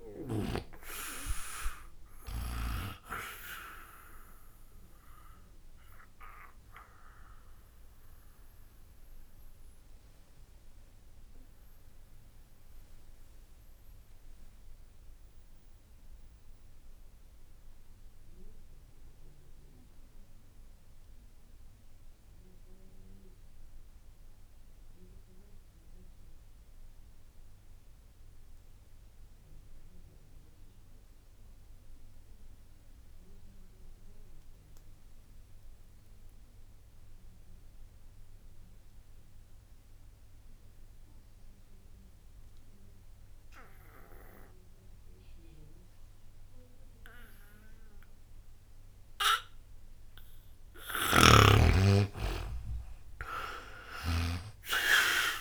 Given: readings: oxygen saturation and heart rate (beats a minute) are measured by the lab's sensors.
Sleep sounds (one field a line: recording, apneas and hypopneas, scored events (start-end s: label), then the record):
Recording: breathing in sleep by a room microphone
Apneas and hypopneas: 1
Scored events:
0.00-26.50 s: oxygen desaturation (device-marked, oxygen 76% lowest, heart rate 59 extreme)
3.50-49.00 s: mixed apnea (oxygen 97% before, 76% lowest, heart rate 114 before, 60 extreme, up 0 after)
45.50-55.41 s: oxygen desaturation (device-marked, oxygen 98% before, 76% lowest, heart rate 60 before, 59 extreme)
50.50-55.41 s: snoring (device-marked)
51.50-54.50 s: arousal
From the record:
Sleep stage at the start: N2 (light sleep)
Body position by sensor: on the back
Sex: male